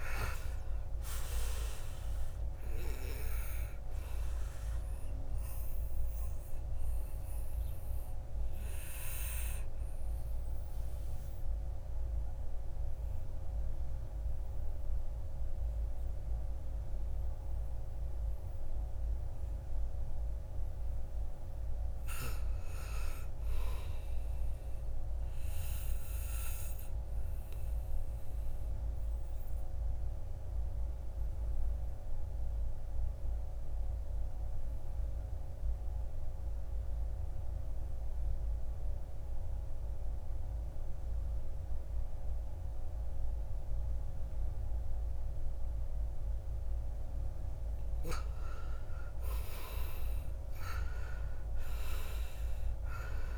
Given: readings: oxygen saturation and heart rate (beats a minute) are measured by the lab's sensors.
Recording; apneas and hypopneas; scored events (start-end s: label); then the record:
breathing in sleep by a room microphone; 2
0.00-20.50 s: oxygen desaturation (device-marked, oxygen 74% lowest, heart rate 55 extreme)
4.50-19.50 s: obstructive apnea (oxygen 97% before, 74% lowest, heart rate 69 before, 55 extreme, up 6 after)
22.50-25.50 s: arousal
27.00-47.00 s: obstructive apnea (oxygen 99% before, 78% lowest, heart rate 59 before, 52 extreme, up 6 after)
36.50-45.50 s: oxygen desaturation (device-marked, oxygen 98% before, 90% lowest, heart rate 59 before, 52 extreme)
47.50-53.38 s: oxygen desaturation (device-marked, oxygen 93% before, 78% lowest, heart rate 60 before, 52 extreme)
49.00-51.00 s: long interval between heartbeats (device-marked, heart rate 60 before, 64 extreme)
49.00-52.50 s: arousal
From the record:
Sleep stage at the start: N2 (light sleep); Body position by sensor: on the back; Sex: male